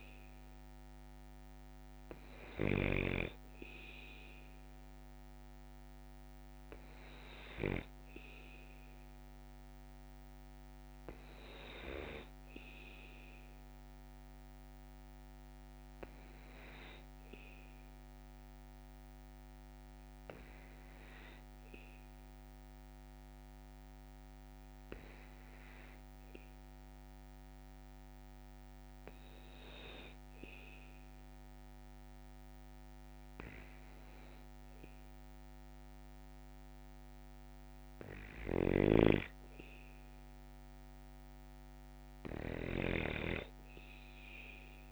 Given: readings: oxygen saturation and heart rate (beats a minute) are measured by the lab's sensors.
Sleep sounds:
breathing in sleep by a microphone on the trachea; 1
14.50-36.50 s: hypopnea (oxygen 97% before, 95% lowest, heart rate 52 before, 52 extreme, up 3 after)
38.00-41.50 s: arousal
38.50-43.00 s: snoring (device-marked)
From the record:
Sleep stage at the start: N2 (light sleep); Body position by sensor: on the back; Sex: male

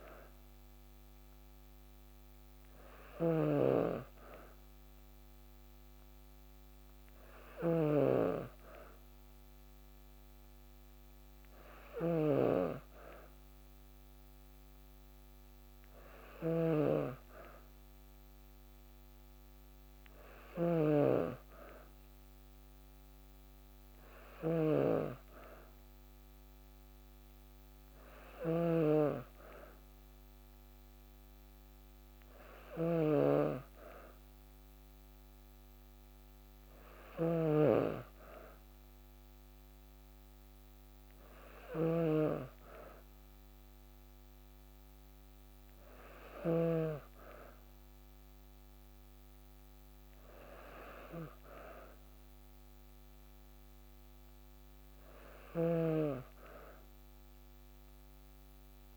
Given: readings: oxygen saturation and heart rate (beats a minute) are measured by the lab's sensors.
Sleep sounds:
breathing in sleep by a microphone on the trachea; none
0.00-46.00 s: snoring (device-marked)
54.50-58.97 s: snoring (device-marked)
From the record:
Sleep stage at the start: N2 (light sleep); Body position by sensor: on the back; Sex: female

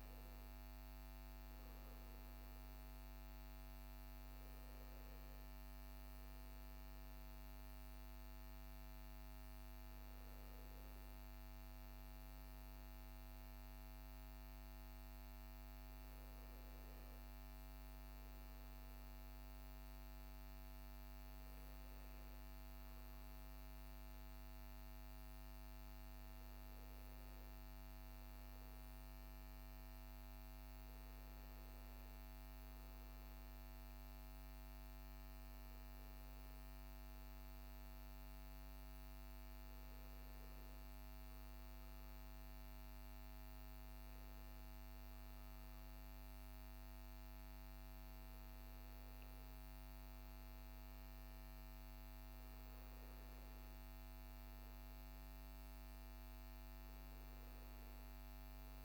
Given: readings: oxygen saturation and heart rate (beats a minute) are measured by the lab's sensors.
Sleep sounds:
breathing in sleep, hard to hear, by a microphone on the trachea; none
26.00-58.85 s: new sleep stage, N2 (light sleep)
From the record:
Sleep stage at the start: N1 (lightest sleep); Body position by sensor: on the right side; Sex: male

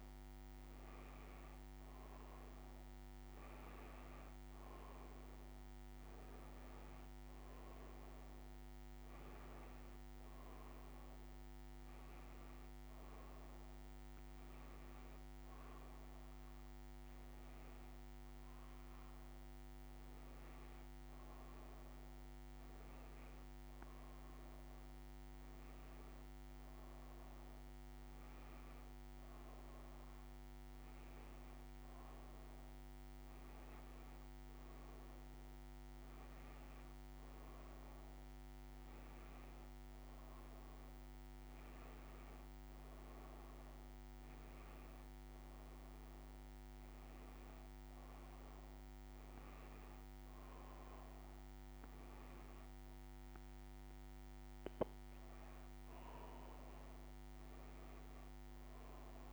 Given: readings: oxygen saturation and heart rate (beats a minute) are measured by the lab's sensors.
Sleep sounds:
breathing in sleep, hard to hear, by a microphone on the trachea; none
none scored
From the record:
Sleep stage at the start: N2 (light sleep); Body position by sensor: on the back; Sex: female

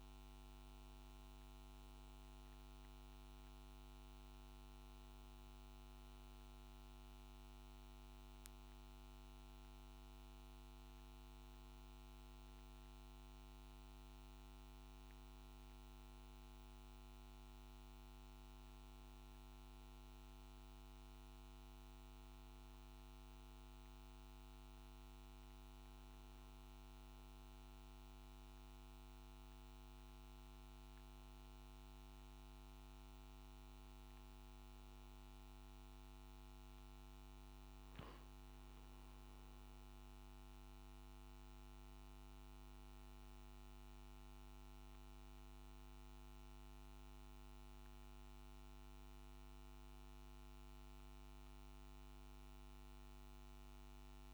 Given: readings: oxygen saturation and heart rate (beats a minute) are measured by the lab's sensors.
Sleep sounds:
breathing in sleep, hard to hear, by a microphone on the trachea; none
44.00-54.34 s: new sleep stage, N2 (light sleep)
From the record:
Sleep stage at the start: N1 (lightest sleep); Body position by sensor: on the back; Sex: male

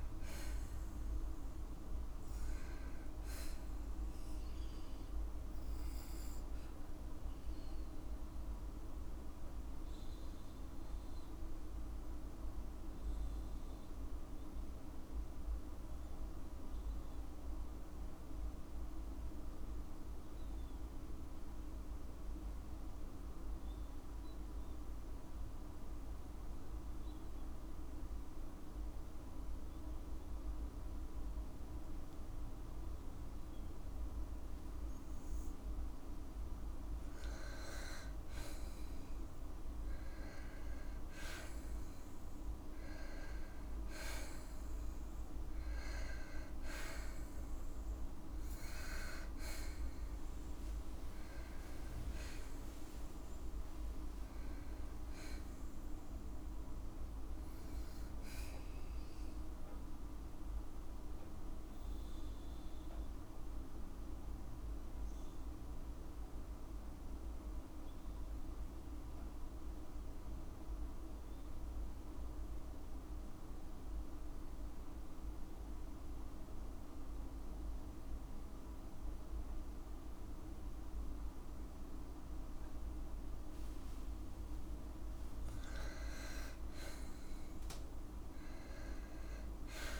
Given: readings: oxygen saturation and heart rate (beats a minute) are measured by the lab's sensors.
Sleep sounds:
breathing in sleep, hard to hear, by a room microphone; 2
6.50-35.50 s: obstructive apnea (oxygen 98% before, 92% lowest, heart rate 58 before, 52 extreme, up 5 after)
23.00-35.00 s: oxygen desaturation (device-marked, oxygen 98% before, 92% lowest, heart rate 54 before, 54 extreme)
39.00-43.50 s: arousal
59.50-84.50 s: obstructive apnea (oxygen 98% before, 93% lowest, heart rate 59 before, 52 extreme, up 6 after)
73.00-84.00 s: oxygen desaturation (device-marked, oxygen 98% before, 93% lowest, heart rate 56 before, 53 extreme)
85.50-90.00 s: arousal
From the record:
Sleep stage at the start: N2 (light sleep); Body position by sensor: on the left side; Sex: female

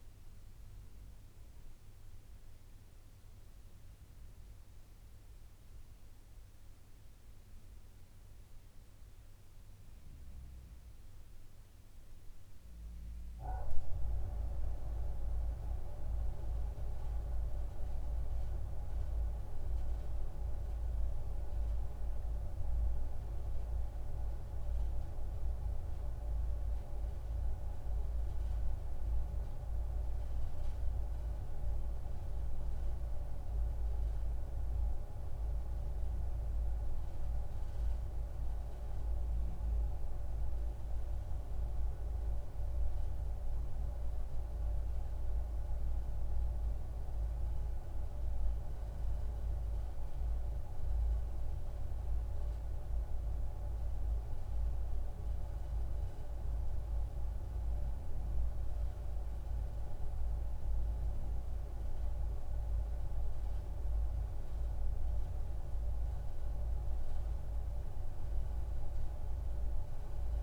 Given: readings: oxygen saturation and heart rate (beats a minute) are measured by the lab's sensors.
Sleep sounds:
a person awake in a sleep study, by a room microphone; none
none scored
From the record:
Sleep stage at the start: awake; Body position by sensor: on the back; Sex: male

